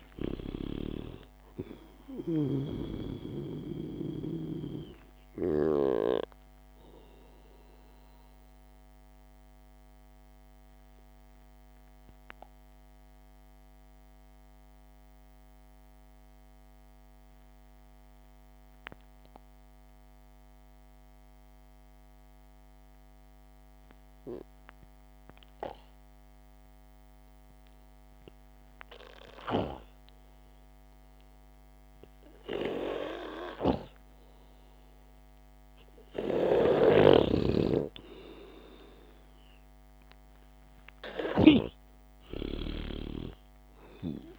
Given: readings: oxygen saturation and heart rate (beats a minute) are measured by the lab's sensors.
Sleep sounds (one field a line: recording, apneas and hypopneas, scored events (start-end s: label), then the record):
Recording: breathing in sleep by a microphone on the trachea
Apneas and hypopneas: 1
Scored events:
0.00-3.00 s: snoring (device-marked)
0.00-24.50 s: oxygen desaturation (device-marked, oxygen 89% lowest, heart rate 51 extreme)
10.50-31.50 s: mixed apnea (oxygen 98% before, 89% lowest, heart rate 58 before, 51 extreme, up 0 after)
33.50-37.00 s: arousal
37.00-42.00 s: snoring (device-marked)
38.50-44.39 s: oxygen desaturation (device-marked, oxygen 97% before, 89% lowest, heart rate 60 before, 54 extreme)
From the record:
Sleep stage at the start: N2 (light sleep)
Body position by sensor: on the back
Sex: male